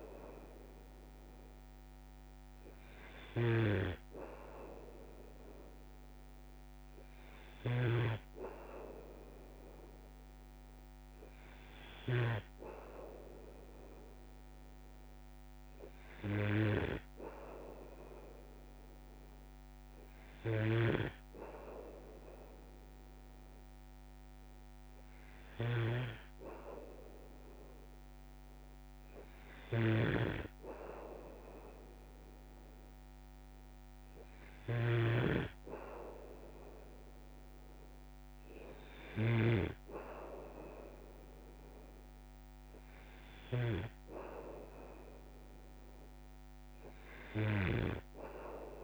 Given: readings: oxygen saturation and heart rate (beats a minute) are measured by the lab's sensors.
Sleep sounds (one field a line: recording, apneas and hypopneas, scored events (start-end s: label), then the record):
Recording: breathing in sleep by a microphone on the trachea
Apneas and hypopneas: none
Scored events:
3.00-12.50 s: snoring (device-marked)
20.50-48.84 s: snoring (device-marked)
From the record:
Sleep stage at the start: N2 (light sleep)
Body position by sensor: on the back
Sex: male